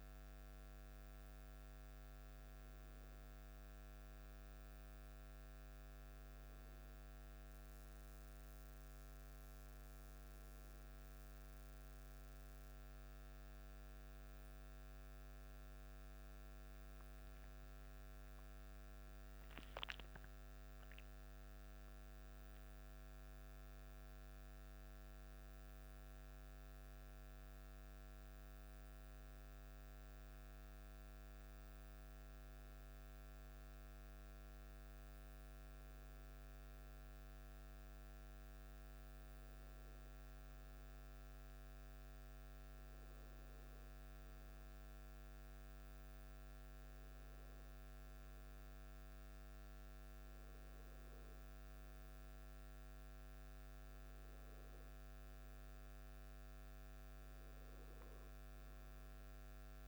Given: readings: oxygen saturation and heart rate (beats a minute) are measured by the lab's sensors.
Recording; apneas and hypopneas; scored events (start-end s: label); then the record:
breathing in sleep, hard to hear, by a microphone on the trachea; none
58.00-59.88 s: oxygen desaturation (device-marked, oxygen 95% before, 92% lowest, heart rate 57 before, 54 extreme)
From the record:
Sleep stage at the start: N2 (light sleep); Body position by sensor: on the back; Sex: male